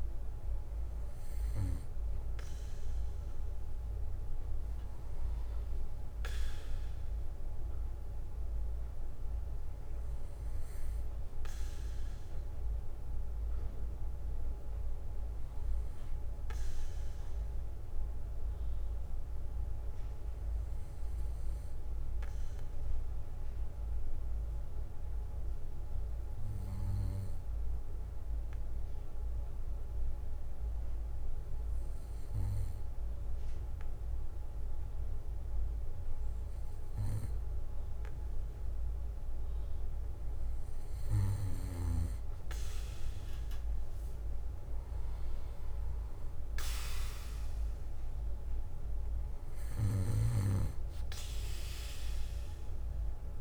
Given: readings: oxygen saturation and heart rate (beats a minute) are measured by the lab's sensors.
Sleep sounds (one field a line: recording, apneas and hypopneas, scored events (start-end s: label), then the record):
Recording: breathing in sleep by a room microphone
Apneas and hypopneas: 1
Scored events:
0.00-2.00 s: bradycardia (device-marked, heart rate 56 extreme)
12.00-42.00 s: bradycardia (device-marked, heart rate 60 before, 55 extreme)
21.00-37.00 s: hypopnea (oxygen 96% before, 93% lowest, heart rate 60 before, 57 extreme, up 1 after)
39.50-42.00 s: arousal
From the record:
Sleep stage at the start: N2 (light sleep)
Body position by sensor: on the back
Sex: male